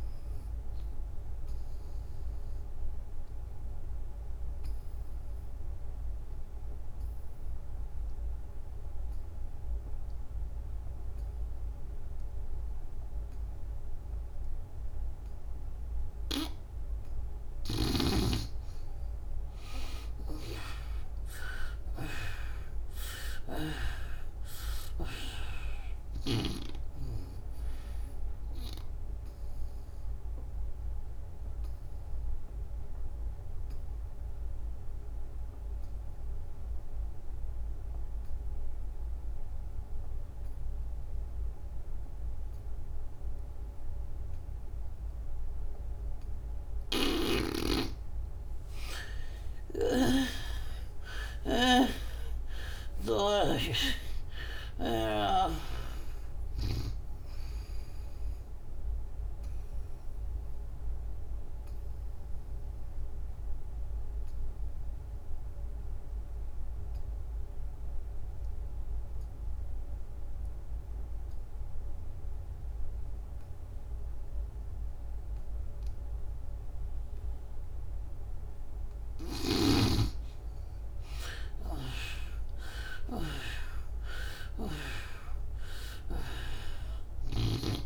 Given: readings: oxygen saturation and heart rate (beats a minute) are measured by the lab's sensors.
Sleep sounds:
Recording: breathing in sleep by a room microphone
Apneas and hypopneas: 3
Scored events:
0.00-14.50 s: oxygen desaturation (device-marked, oxygen 78% lowest, heart rate 62 extreme)
1.50-16.50 s: obstructive apnea (oxygen 98% before, 76% lowest, heart rate 82 before, 62 extreme, up 18 after)
19.00-23.00 s: arousal
25.50-37.50 s: oxygen desaturation (device-marked, oxygen 97% before, 78% lowest, heart rate 68 before, 65 extreme)
27.50-46.50 s: obstructive apnea (oxygen 97% before, 76% lowest, heart rate 70 before, 65 extreme, up 23 after)
47.00-53.50 s: snoring (device-marked)
50.00-54.00 s: arousal
56.50-76.50 s: oxygen desaturation (device-marked, oxygen 94% before, 76% lowest, heart rate 72 before, 65 extreme)
58.50-78.00 s: obstructive apnea (oxygen 97% before, 76% lowest, heart rate 75 before, 65 extreme, up 21 after)
80.50-84.00 s: arousal
85.50-87.86 s: oxygen desaturation (device-marked, oxygen 97% before, 77% lowest, heart rate 69 before, 64 extreme)
From the record:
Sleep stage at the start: N2 (light sleep)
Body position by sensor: on the back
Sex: female

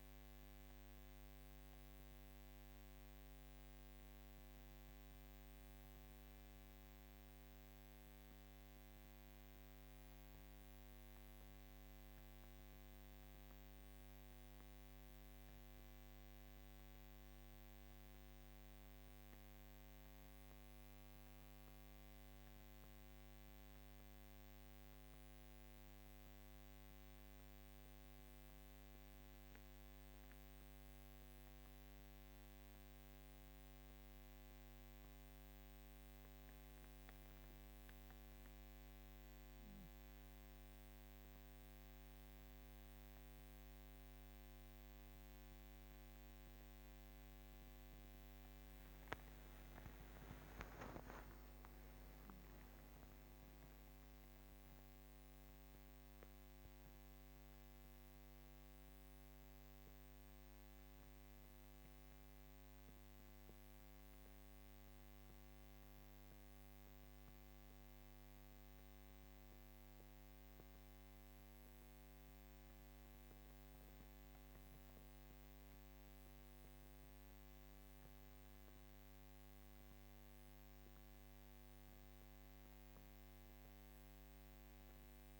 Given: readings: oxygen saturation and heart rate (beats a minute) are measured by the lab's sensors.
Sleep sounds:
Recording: breathing in sleep, hard to hear, by a microphone on the trachea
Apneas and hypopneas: 1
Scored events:
8.00-12.00 s: arousal
14.50-29.50 s: central apnea (oxygen 97% before, 95% lowest, heart rate 56 before, 51 extreme, up 5 after)
32.00-36.50 s: arousal
83.50-85.40 s: new sleep stage, awake
From the record:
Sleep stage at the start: N1 (lightest sleep)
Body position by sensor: on the back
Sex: female

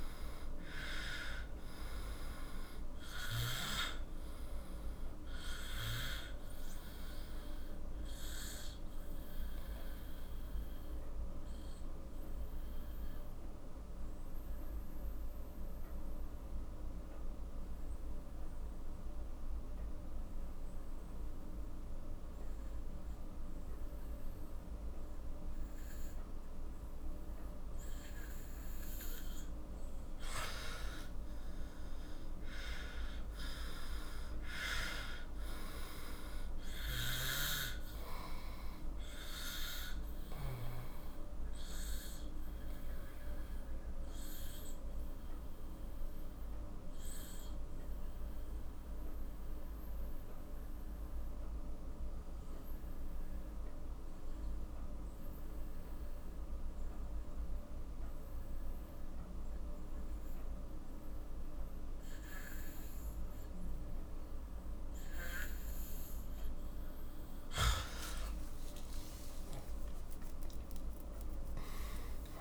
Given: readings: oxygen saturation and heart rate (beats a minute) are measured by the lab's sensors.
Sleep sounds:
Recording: breathing in sleep by a room microphone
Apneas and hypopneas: 2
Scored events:
0.00-17.50 s: oxygen desaturation (device-marked, oxygen 89% lowest, heart rate 42 extreme)
8.50-29.50 s: obstructive apnea (oxygen 97% before, 89% lowest, heart rate 55 before, 42 extreme, up 13 after)
28.50-55.50 s: oxygen desaturation (device-marked, oxygen 97% before, 90% lowest, heart rate 47 before, 32 extreme)
31.00-35.50 s: arousal
41.00-65.50 s: obstructive apnea (oxygen 97% before, 89% lowest, heart rate 54 before, 32 extreme, up 7 after)
69.50-72.41 s: oxygen desaturation (device-marked, oxygen 97% before, 89% lowest, heart rate 49 before, 32 extreme)
70.00-72.41 s: arousal
From the record:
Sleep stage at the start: N2 (light sleep)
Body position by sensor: on the back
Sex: male

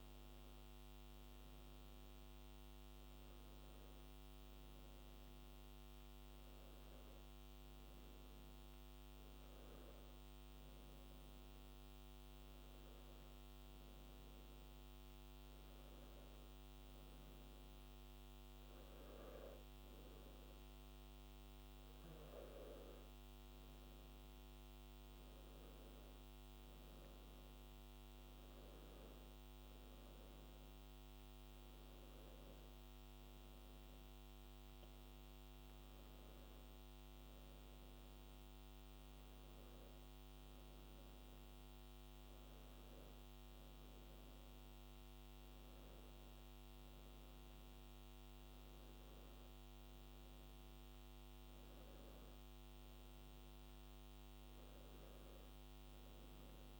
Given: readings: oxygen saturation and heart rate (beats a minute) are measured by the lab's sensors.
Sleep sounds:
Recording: breathing in sleep, hard to hear, by a microphone on the trachea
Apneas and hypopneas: none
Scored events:
none scored
From the record:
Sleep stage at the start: N2 (light sleep)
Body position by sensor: on the back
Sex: male

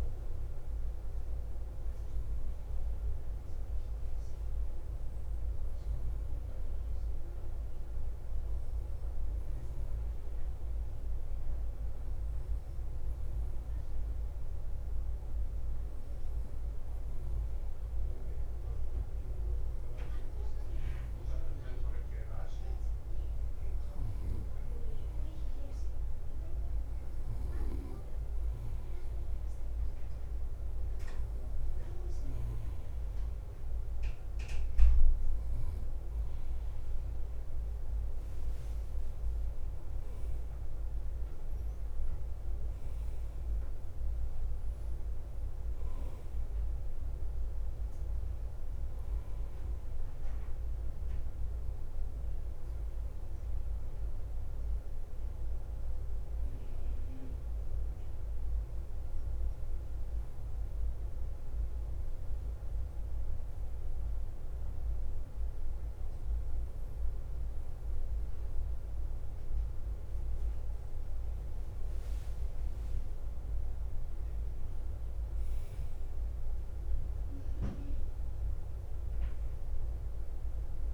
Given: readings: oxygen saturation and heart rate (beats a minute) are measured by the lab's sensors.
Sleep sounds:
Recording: breathing in sleep, hard to hear, by a room microphone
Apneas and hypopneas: 1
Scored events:
1.50-80.94 s: bradycardia (device-marked, heart rate 53 before, 45 extreme)
42.50-80.94 s: new sleep stage, N2 (light sleep)
46.00-50.50 s: arousal
57.50-70.00 s: obstructive apnea (oxygen 95% before, 94% lowest, heart rate 52 before, 47 extreme, up 5 after)
73.50-78.00 s: arousal
From the record:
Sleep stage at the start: N3 (deep sleep)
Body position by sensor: on the right side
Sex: male

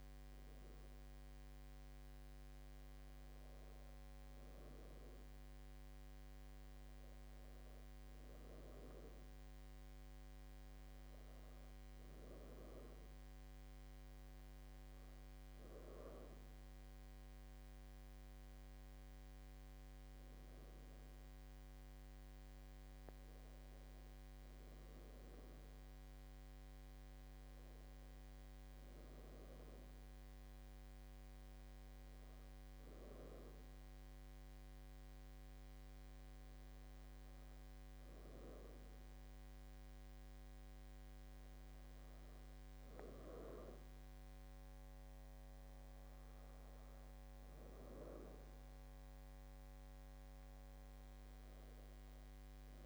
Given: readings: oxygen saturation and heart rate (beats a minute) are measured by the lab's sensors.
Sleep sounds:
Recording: breathing in sleep by a microphone on the trachea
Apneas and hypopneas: none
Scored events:
12.00-52.86 s: new sleep stage, N2 (light sleep)
From the record:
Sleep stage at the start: N1 (lightest sleep)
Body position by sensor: on the back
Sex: female

